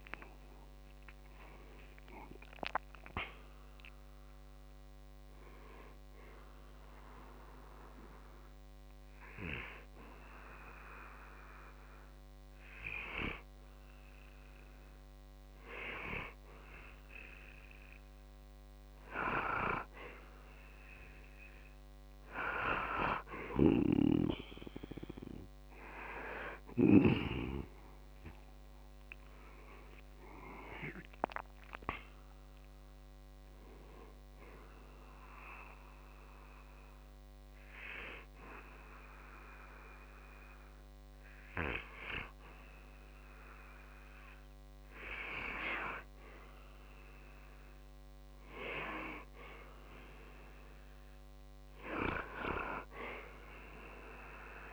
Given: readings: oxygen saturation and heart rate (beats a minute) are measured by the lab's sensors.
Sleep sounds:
breathing in sleep by a microphone on the trachea; 2
0.00-1.50 s: oxygen desaturation (device-marked, oxygen 90% lowest, heart rate 60 extreme)
0.50-3.50 s: arousal
5.00-15.00 s: hypopnea (oxygen 94% before, 90% lowest, heart rate 65 before, 60 extreme)
23.00-26.50 s: snoring (device-marked)
25.50-29.00 s: arousal
34.50-45.00 s: hypopnea (oxygen 95% before, 90% lowest, heart rate 62 before, 60 extreme, up 9 after)
48.00-52.00 s: arousal
From the record:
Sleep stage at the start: N2 (light sleep); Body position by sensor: on the back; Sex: male

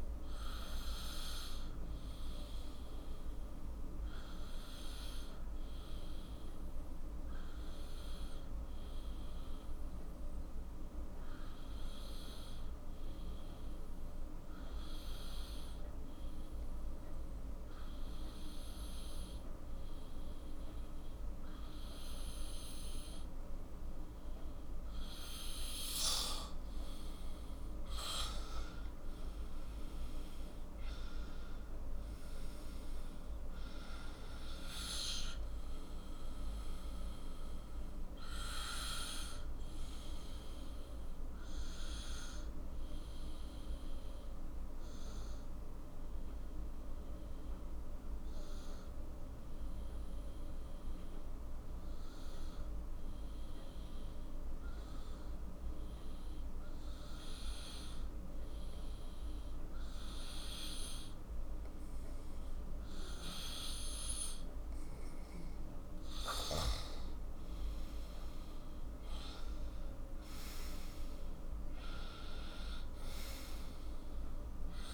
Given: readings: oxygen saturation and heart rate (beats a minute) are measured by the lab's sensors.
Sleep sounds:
breathing in sleep by a room microphone; 2
1.50-25.00 s: obstructive apnea (oxygen 96% before, 93% lowest, heart rate 56 before, 41 extreme, up 12 after)
26.50-51.50 s: oxygen desaturation (device-marked, oxygen 97% before, 93% lowest, heart rate 49 before, 41 extreme)
28.00-32.50 s: arousal
40.50-65.50 s: obstructive apnea (oxygen 97% before, 93% lowest, heart rate 57 before, 41 extreme, up 11 after)
67.00-72.50 s: arousal
69.50-74.94 s: oxygen desaturation (device-marked, oxygen 98% before, 93% lowest, heart rate 51 before, 43 extreme)
From the record:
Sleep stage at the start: N2 (light sleep); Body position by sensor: on the right side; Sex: male

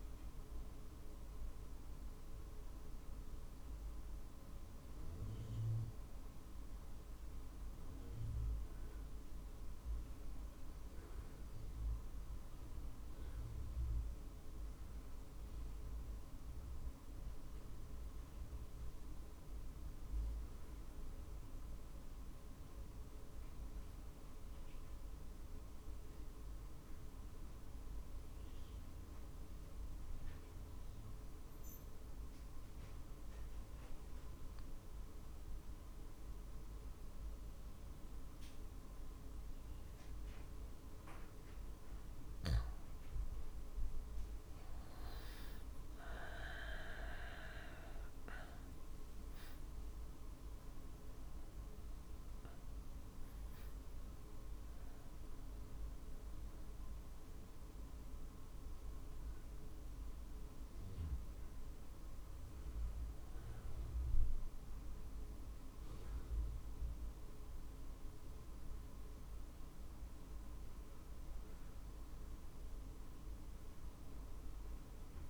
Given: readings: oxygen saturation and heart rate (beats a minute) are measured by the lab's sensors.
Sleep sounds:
breathing in sleep, hard to hear, by a room microphone; 1
16.00-42.50 s: obstructive apnea (oxygen 97% before, 89% lowest, heart rate 47 before, 47 extreme, up 5 after)
20.50-37.50 s: oxygen desaturation (device-marked, oxygen 96% before, 93% lowest, heart rate 47 before, 47 extreme)
23.50-33.50 s: drop in pulse transit time (device-marked, heart rate 47 before, 47 extreme)
44.00-48.50 s: arousal
49.50-63.50 s: drop in pulse transit time (device-marked, heart rate 48 before, 51 extreme)
From the record:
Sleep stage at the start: N2 (light sleep); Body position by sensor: on the back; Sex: male

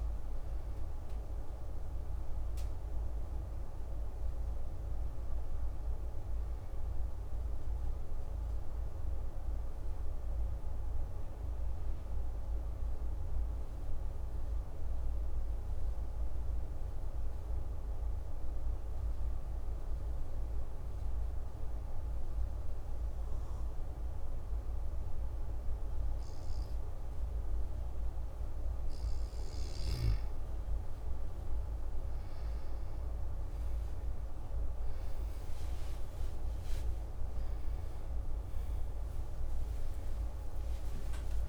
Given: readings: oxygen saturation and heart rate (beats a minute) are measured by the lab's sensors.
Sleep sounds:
breathing in sleep, hard to hear, by a room microphone; 1
12.00-29.50 s: obstructive apnea (oxygen 96% before, 93% lowest, heart rate 188 before, 129 extreme, up 29 after)
36.50-41.49 s: arousal
36.50-41.49 s: oxygen desaturation (device-marked, oxygen 97% before, 93% lowest, heart rate 173 before, 125 extreme)
From the record:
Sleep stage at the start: N2 (light sleep); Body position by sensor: on the back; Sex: male

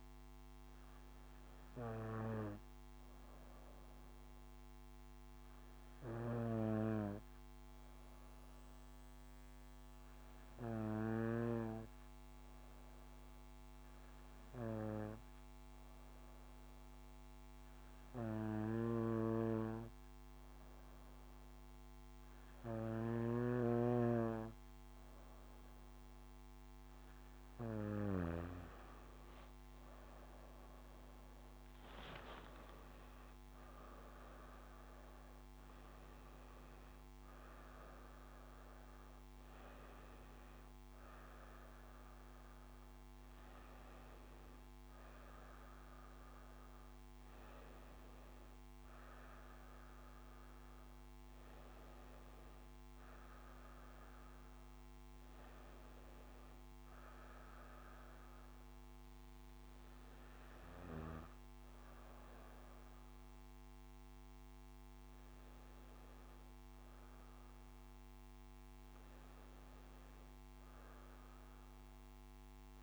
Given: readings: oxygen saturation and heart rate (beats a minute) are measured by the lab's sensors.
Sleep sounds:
breathing in sleep by a microphone on the trachea; 1
5.00-26.00 s: hypopnea (oxygen 99% before, 95% lowest, heart rate 56 before, 57 extreme, up 19 after)
29.50-35.00 s: arousal
30.50-45.50 s: oxygen desaturation (device-marked, oxygen 98% before, 95% lowest, heart rate 58 before, 53 extreme)
32.00-34.00 s: long interval between heartbeats (device-marked, heart rate 58 before, 71 extreme)
44.50-72.83 s: new sleep stage, N1 (lightest sleep)
From the record:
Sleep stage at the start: N2 (light sleep); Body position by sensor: on the back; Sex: female

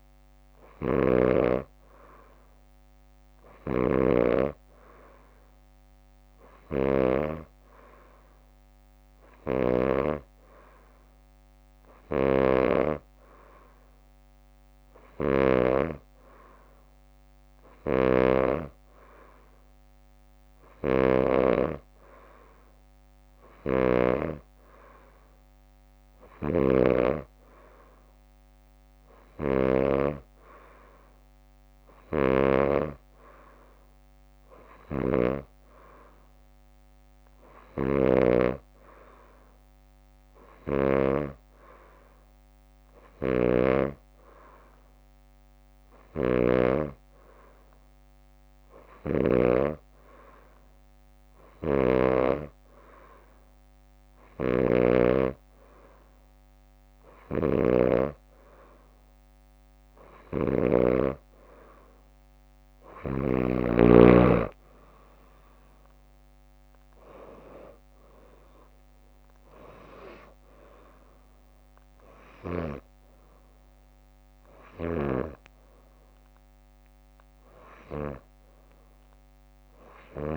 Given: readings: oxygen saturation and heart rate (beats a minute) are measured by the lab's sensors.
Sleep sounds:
breathing in sleep by a microphone on the trachea; none
0.50-10.00 s: snoring (device-marked)
6.00-8.00 s: leg movement (device-marked)
22.50-25.00 s: leg movement (device-marked)
23.50-30.00 s: snoring (device-marked)
32.00-38.50 s: snoring (device-marked)
43.00-49.50 s: snoring (device-marked)
45.50-46.50 s: leg movement (device-marked)
51.50-61.00 s: snoring (device-marked)
60.00-61.50 s: leg movement (device-marked)
62.50-64.50 s: leg movement (device-marked)
64.50-77.50 s: drop in pulse transit time (device-marked, heart rate 65 before, 67 extreme)
74.50-75.50 s: leg movement (device-marked)
From the record:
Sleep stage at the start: N2 (light sleep); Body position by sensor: on the back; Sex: female

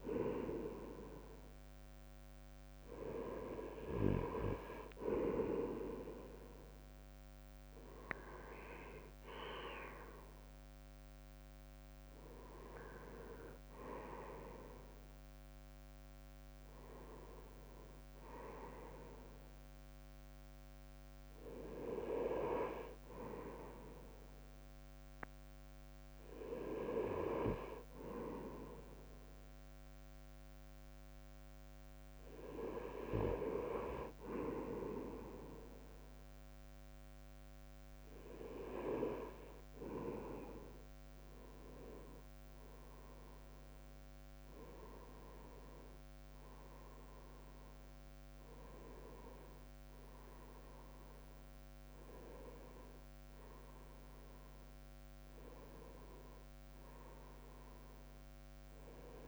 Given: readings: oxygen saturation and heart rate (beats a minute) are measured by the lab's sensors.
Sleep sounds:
breathing in sleep by a microphone on the trachea; none
41.00-45.50 s: arousal
45.00-57.00 s: drop in pulse transit time (device-marked, heart rate 61 before, 64 extreme)
From the record:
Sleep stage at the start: N2 (light sleep); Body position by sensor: on the back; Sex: male

